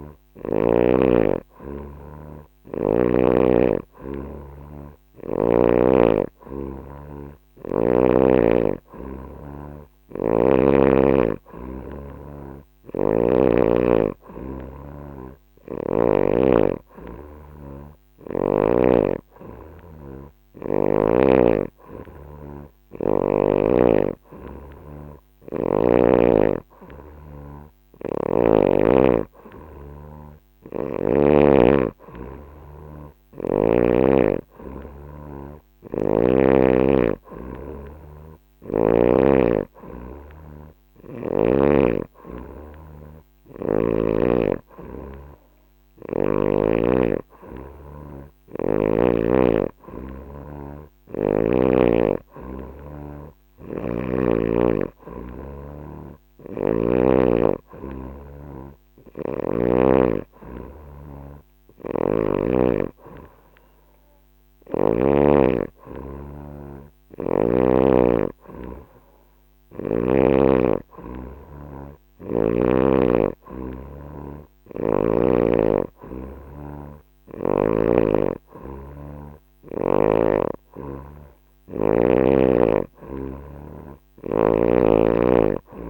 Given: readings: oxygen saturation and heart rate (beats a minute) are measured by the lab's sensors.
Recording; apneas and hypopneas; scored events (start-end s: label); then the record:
breathing in sleep by a microphone on the trachea; none
30.00-33.50 s: snoring (device-marked)
53.00-56.50 s: snoring (device-marked)
58.50-62.00 s: snoring (device-marked)
74.00-77.50 s: snoring (device-marked)
From the record:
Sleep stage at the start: N3 (deep sleep); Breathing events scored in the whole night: 207 in 4.6 hours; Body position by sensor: on the back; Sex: female